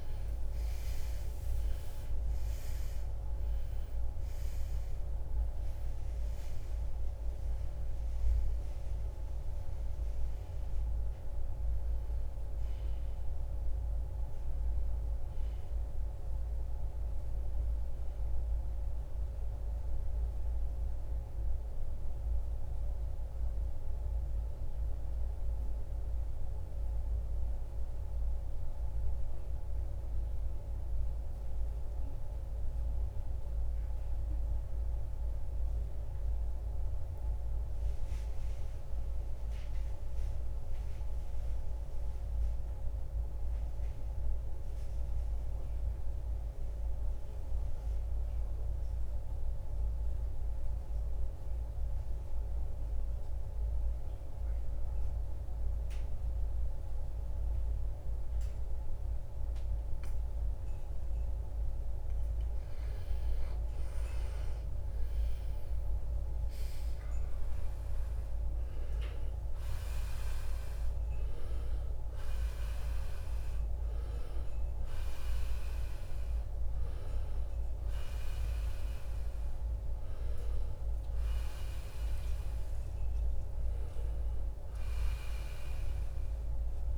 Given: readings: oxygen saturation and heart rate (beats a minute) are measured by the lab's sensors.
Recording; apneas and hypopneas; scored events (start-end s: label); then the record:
breathing in sleep, hard to hear, by a room microphone; 1
22.50-45.50 s: oxygen desaturation (device-marked, oxygen 95% before, 81% lowest, heart rate 79 before, 48 extreme)
24.00-62.00 s: mixed apnea (oxygen 96% before, 81% lowest, heart rate 79 before, 48 extreme, up 19 after)
63.50-69.00 s: arousal
72.50-86.98 s: new sleep stage, REM sleep
From the record:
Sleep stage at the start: N2 (light sleep); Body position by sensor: on the right side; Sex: male